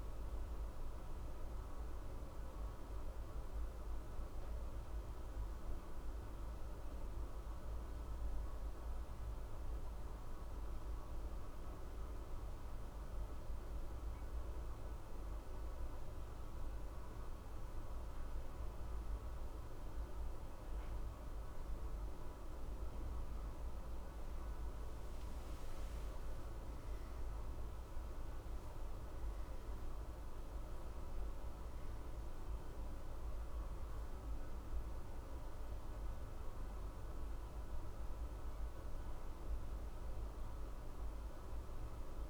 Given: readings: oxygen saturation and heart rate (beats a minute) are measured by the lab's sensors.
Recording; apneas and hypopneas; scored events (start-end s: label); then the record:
breathing in sleep, hard to hear, by a room microphone; 1
1.00-14.00 s: hypopnea (oxygen 92% before, 89% lowest, heart rate 65 before, 64 extreme, up 0 after)
18.50-21.50 s: arousal
From the record:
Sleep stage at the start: N1 (lightest sleep); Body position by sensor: on the back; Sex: male